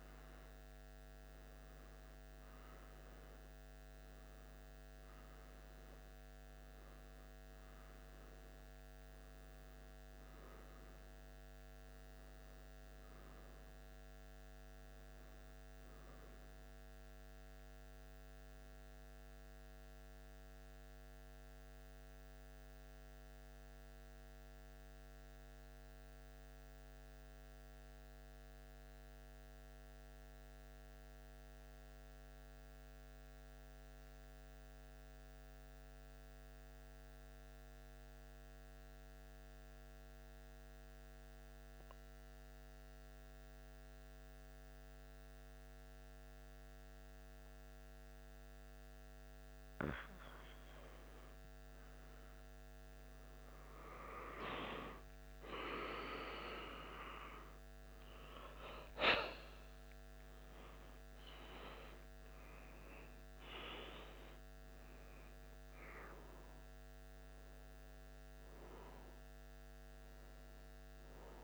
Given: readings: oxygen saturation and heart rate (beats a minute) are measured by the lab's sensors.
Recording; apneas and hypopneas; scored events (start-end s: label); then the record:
breathing in sleep by a microphone on the trachea; 1
20.00-49.50 s: mixed apnea (oxygen 95% before, 88% lowest, heart rate 77 before, 76 extreme, up 0 after)
36.50-54.50 s: oxygen desaturation (device-marked, oxygen 96% before, 90% lowest, heart rate 77 before, 76 extreme)
54.50-71.44 s: new sleep stage, awake
From the record:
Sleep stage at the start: N2 (light sleep); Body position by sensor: on the back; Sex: male